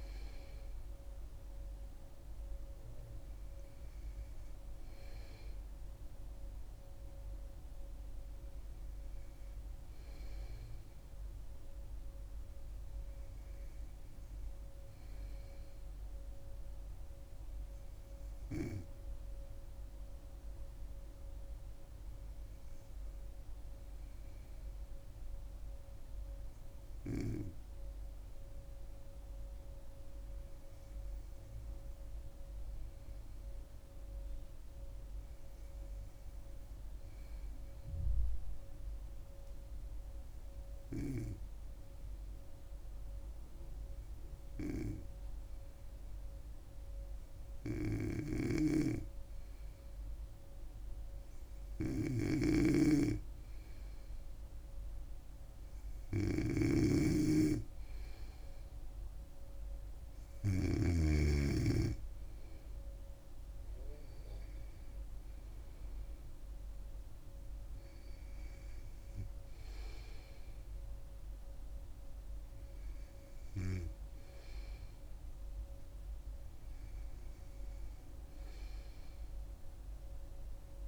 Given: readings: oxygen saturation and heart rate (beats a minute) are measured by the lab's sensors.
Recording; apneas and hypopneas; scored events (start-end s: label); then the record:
breathing in sleep by a room microphone; 1
13.00-16.00 s: arousal
17.50-56.50 s: hypopnea (oxygen 99% before, 93% lowest, heart rate 64 before, 64 extreme, up 5 after)
48.50-61.50 s: snoring (device-marked)
61.50-64.50 s: arousal
From the record:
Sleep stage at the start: N2 (light sleep); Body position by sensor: on the back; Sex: female